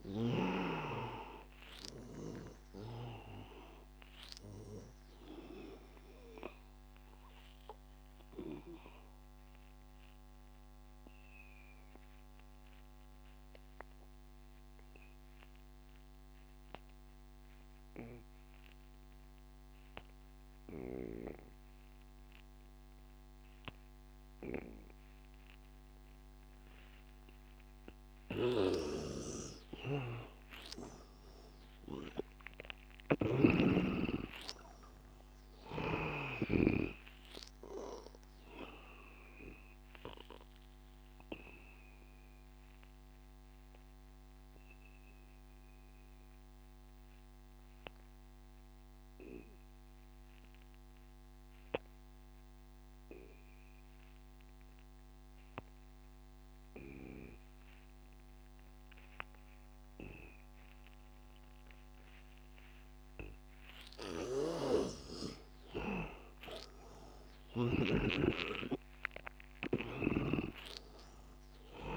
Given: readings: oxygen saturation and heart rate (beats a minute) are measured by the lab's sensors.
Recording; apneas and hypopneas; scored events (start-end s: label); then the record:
breathing in sleep by a microphone on the trachea; 2
0.00-18.00 s: oxygen desaturation (device-marked, oxygen 80% lowest, heart rate 77 extreme)
6.50-29.50 s: obstructive apnea (oxygen 100% before, 80% lowest, heart rate 87 before, 75 extreme, up 19 after)
28.00-52.00 s: oxygen desaturation (device-marked, oxygen 100% before, 81% lowest, heart rate 88 before, 75 extreme)
28.50-37.00 s: snoring (device-marked)
33.00-37.00 s: arousal
39.00-63.50 s: obstructive apnea (oxygen 100% before, 79% lowest, heart rate 86 before, 75 extreme, up 12 after)
57.00-71.97 s: oxygen desaturation (device-marked, oxygen 100% before, 80% lowest, heart rate 85 before, 78 extreme)
64.00-68.00 s: snoring (device-marked)
66.00-69.00 s: arousal
From the record:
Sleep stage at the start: N2 (light sleep); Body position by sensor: on the back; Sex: male